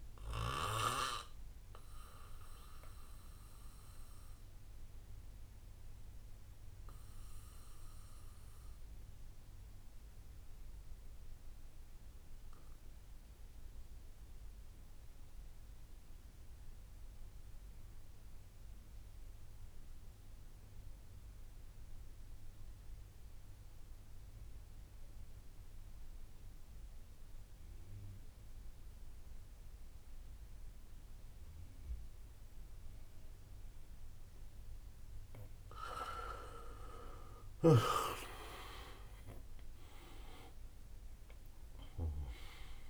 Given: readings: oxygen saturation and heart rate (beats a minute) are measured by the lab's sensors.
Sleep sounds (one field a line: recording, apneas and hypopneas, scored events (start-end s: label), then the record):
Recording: breathing in sleep by a room microphone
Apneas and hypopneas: 1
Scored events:
0.00-3.50 s: drop in pulse transit time (device-marked, heart rate 61 extreme)
0.00-13.50 s: oxygen desaturation (device-marked, oxygen 90% lowest, heart rate 55 extreme)
0.50-11.50 s: bradycardia (device-marked, heart rate 69 before, 55 extreme)
3.50-35.00 s: obstructive apnea (oxygen 99% before, 85% lowest, heart rate 64 before, 55 extreme, up 43 after)
13.50-15.50 s: bradycardia (device-marked, heart rate 69 before, 58 extreme)
24.50-42.90 s: oxygen desaturation (device-marked, oxygen 99% before, 85% lowest, heart rate 58 before, 55 extreme)
25.50-27.50 s: bradycardia (device-marked, heart rate 69 before, 60 extreme)
28.50-30.50 s: bradycardia (device-marked, heart rate 69 before, 59 extreme)
35.00-37.00 s: long interval between heartbeats (device-marked, heart rate 60 before, 80 extreme)
36.50-41.50 s: arousal
37.50-42.90 s: snoring (device-marked)
38.00-40.00 s: long interval between heartbeats (device-marked, heart rate 63 before, 85 extreme)
38.50-42.90 s: drop in pulse transit time (device-marked, heart rate 64 before, 65 extreme)
From the record:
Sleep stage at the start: N2 (light sleep)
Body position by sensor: on the back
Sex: male